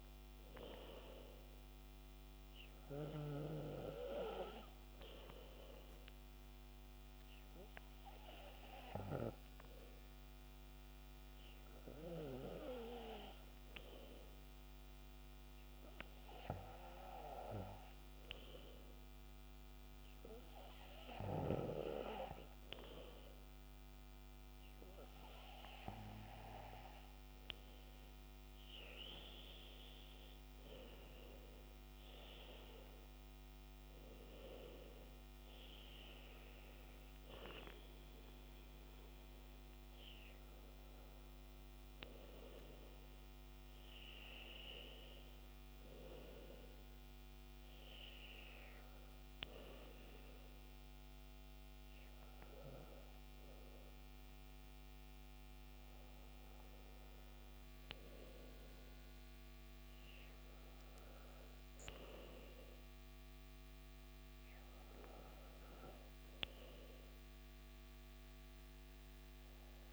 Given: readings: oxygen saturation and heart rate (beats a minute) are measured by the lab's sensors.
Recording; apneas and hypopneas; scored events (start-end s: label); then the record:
breathing in sleep by a microphone on the trachea; 1
8.00-24.00 s: hypopnea (oxygen 98% before, 95% lowest, heart rate 60 before, 58 extreme, up 11 after)
From the record:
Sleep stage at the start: N2 (light sleep); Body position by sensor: on the back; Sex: male